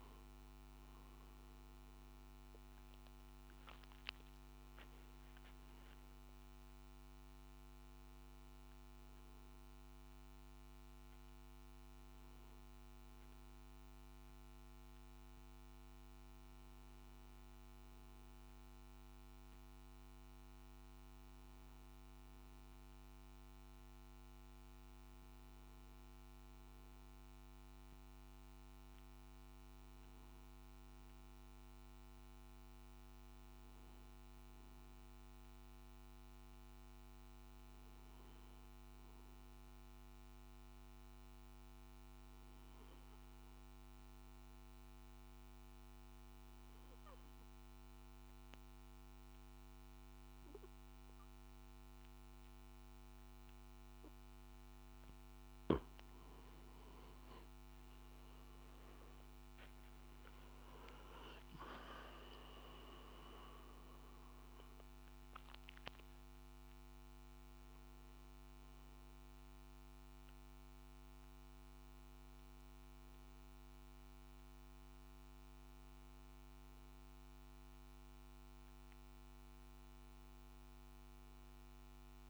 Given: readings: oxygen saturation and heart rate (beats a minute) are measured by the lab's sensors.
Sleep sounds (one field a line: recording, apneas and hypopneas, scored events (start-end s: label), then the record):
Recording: breathing in sleep, hard to hear, by a microphone on the trachea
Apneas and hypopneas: 1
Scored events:
2.00-6.50 s: arousal
5.00-29.00 s: oxygen desaturation (device-marked, oxygen 97% before, 93% lowest, heart rate 58 before, 55 extreme)
32.50-35.50 s: arousal
40.00-55.00 s: obstructive apnea (oxygen 98% before, 90% lowest, heart rate 57 before, 55 extreme, up 10 after)
55.00-74.00 s: oxygen desaturation (device-marked, oxygen 97% before, 91% lowest, heart rate 56 before, 55 extreme)
59.00-65.00 s: arousal
From the record:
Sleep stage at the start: N2 (light sleep)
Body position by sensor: on the back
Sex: male